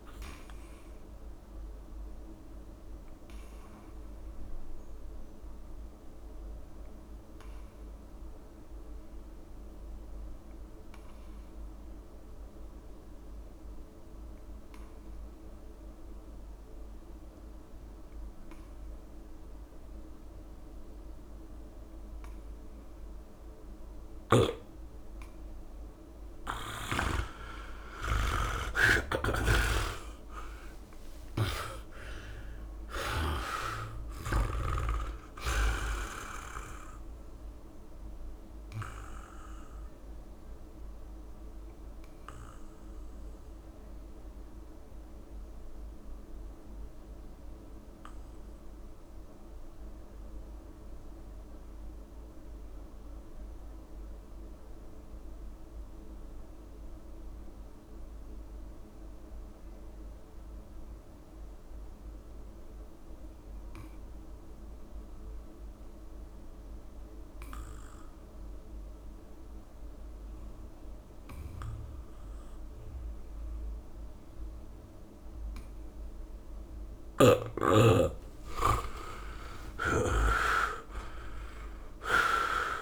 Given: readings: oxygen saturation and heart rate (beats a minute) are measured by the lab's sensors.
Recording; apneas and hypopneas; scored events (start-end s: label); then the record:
breathing in sleep by a room microphone; 2
0.00-1.00 s: long interval between heartbeats (device-marked, heart rate 58 extreme)
0.00-16.50 s: oxygen desaturation (device-marked, oxygen 79% lowest)
1.00-25.00 s: obstructive apnea (oxygen 98% before, 79% lowest)
20.50-22.50 s: long interval between heartbeats (device-marked, heart rate 67 before, 70 extreme)
23.50-25.50 s: long interval between heartbeats (device-marked, heart rate 68 before, 57 extreme)
26.50-28.50 s: long interval between heartbeats (device-marked, heart rate 67 before, 45 extreme)
28.00-32.00 s: arousal
29.00-34.50 s: snoring (device-marked)
29.50-56.50 s: oxygen desaturation (device-marked, oxygen 96% before, 82% lowest, heart rate 63 before, 25 extreme)
33.50-35.50 s: long interval between heartbeats (device-marked, heart rate 55 before, 26 extreme)
41.00-77.50 s: obstructive apnea (oxygen 98% before, 78% lowest, heart rate 43 before, 37 extreme, up 26 after)
62.50-64.50 s: long interval between heartbeats (device-marked, heart rate 69 before, 58 extreme)
68.50-82.82 s: oxygen desaturation (device-marked, oxygen 99% before, 78% lowest, heart rate 66 before, 37 extreme)
78.50-82.50 s: arousal
79.00-81.00 s: long interval between heartbeats (device-marked, heart rate 63 before, 82 extreme)
79.50-82.82 s: snoring (device-marked)
From the record:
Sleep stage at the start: N2 (light sleep); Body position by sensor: on the back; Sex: male